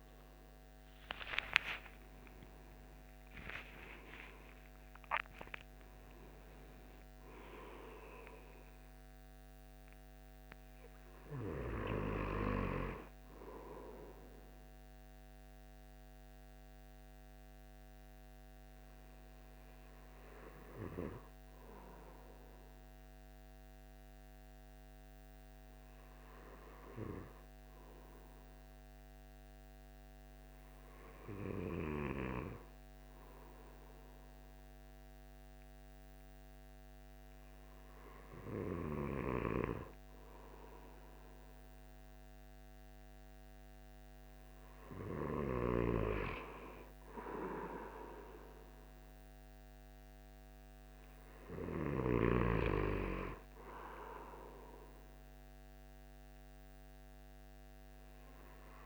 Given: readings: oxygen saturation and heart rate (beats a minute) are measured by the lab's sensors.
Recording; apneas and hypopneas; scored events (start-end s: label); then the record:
breathing in sleep by a microphone on the trachea; 1
1.00-5.00 s: arousal
17.00-42.50 s: hypopnea (oxygen 97% before, 94% lowest, heart rate 85 before, 67 extreme, up 5 after)
47.50-52.50 s: arousal
From the record:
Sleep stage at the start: N2 (light sleep); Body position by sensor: on the back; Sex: male